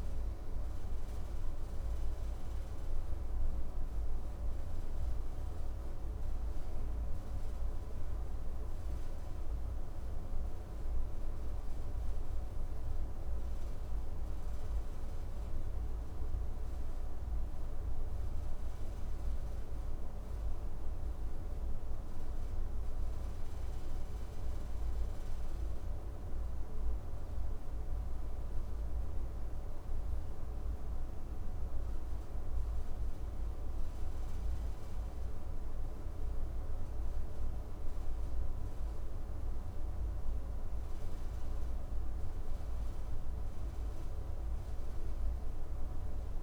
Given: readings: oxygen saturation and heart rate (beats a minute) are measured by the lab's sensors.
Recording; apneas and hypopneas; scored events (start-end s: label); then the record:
breathing in sleep, hard to hear, by a room microphone; none
none scored
From the record:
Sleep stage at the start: N2 (light sleep); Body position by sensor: on the right side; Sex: male